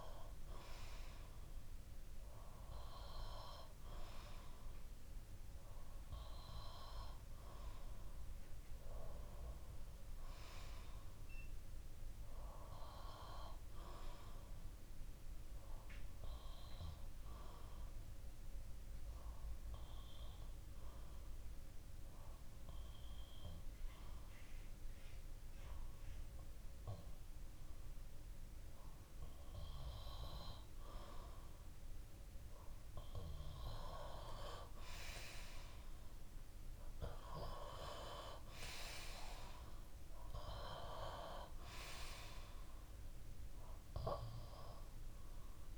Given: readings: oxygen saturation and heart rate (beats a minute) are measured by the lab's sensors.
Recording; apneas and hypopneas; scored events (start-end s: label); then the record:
breathing in sleep by a room microphone; 1
0.00-4.00 s: bradycardia (device-marked, heart rate 59 extreme)
12.00-28.00 s: bradycardia (device-marked, heart rate 60 before, 58 extreme)
13.50-31.00 s: obstructive apnea (oxygen 95% before, 92% lowest, heart rate 60 before, 57 extreme, up 4 after)
34.00-38.00 s: arousal
From the record:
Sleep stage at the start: N2 (light sleep); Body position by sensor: on the back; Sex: male